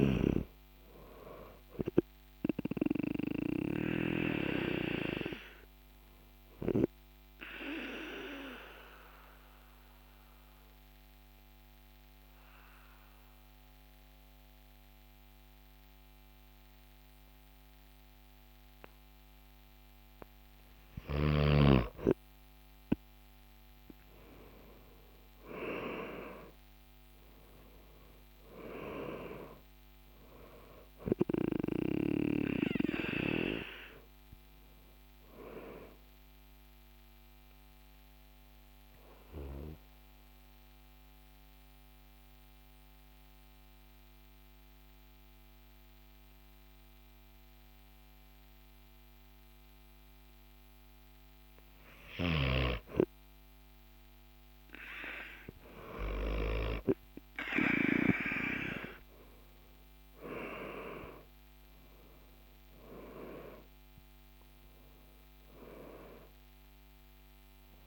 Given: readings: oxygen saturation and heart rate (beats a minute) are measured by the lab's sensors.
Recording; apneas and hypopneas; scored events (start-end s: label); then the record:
breathing in sleep by a microphone on the trachea; 2
7.00-20.00 s: obstructive apnea (oxygen 98% before, 95% lowest, heart rate 56 before, 48 extreme, up 10 after)
23.50-28.50 s: arousal
38.00-52.00 s: obstructive apnea (oxygen 97% before, 94% lowest, heart rate 57 before, 48 extreme, up 13 after)
59.00-64.50 s: arousal
From the record:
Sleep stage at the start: N2 (light sleep); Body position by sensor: on the back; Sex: male